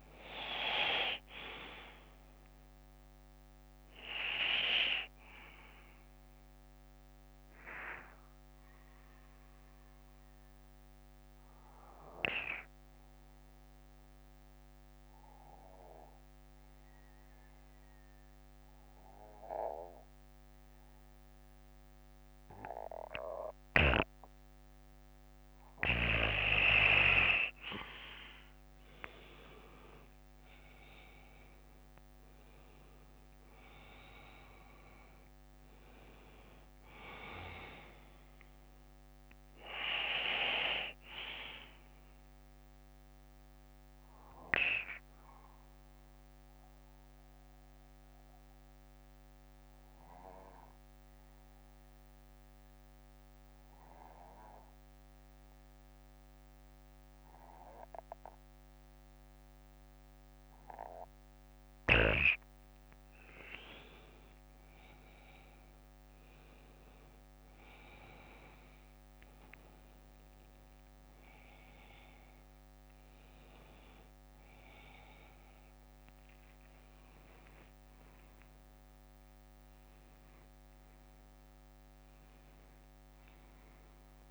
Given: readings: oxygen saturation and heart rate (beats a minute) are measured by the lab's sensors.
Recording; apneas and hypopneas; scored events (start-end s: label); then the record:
breathing in sleep by a microphone on the trachea; 2
0.00-24.00 s: bradycardia (device-marked, heart rate 50 extreme)
4.50-29.00 s: obstructive apnea (oxygen 97% before, 90% lowest, heart rate 61 before, 49 extreme, up 16 after)
31.00-35.00 s: arousal
34.00-63.00 s: oxygen desaturation (device-marked, oxygen 96% before, 90% lowest, heart rate 58 before, 49 extreme)
37.00-56.00 s: bradycardia (device-marked, heart rate 60 before, 49 extreme)
41.50-62.50 s: central apnea (oxygen 96% before, 90% lowest, heart rate 62 before, 49 extreme, up 18 after)
58.00-61.00 s: bradycardia (device-marked, heart rate 60 before, 52 extreme)
78.50-82.50 s: arousal
83.00-84.31 s: bradycardia (device-marked, heart rate 60 before, 45 extreme)
From the record:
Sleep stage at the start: N2 (light sleep); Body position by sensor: on the back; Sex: male